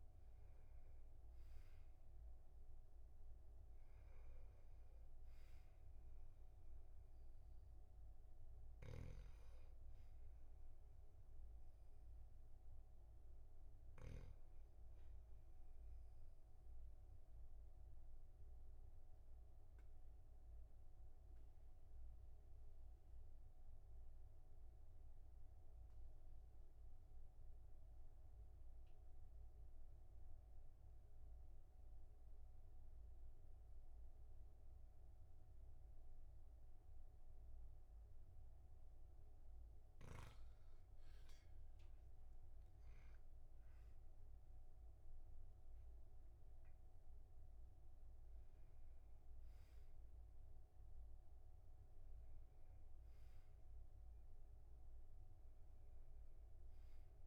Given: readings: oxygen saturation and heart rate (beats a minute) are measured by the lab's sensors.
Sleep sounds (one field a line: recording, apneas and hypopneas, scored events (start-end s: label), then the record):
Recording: breathing in sleep, hard to hear, by a room microphone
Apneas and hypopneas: 1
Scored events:
16.00-39.50 s: obstructive apnea (oxygen 99% before, 96% lowest, heart rate 46 before, 38 extreme, up 8 after)
43.00-47.00 s: arousal
From the record:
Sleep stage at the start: N2 (light sleep)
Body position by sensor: on the back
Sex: male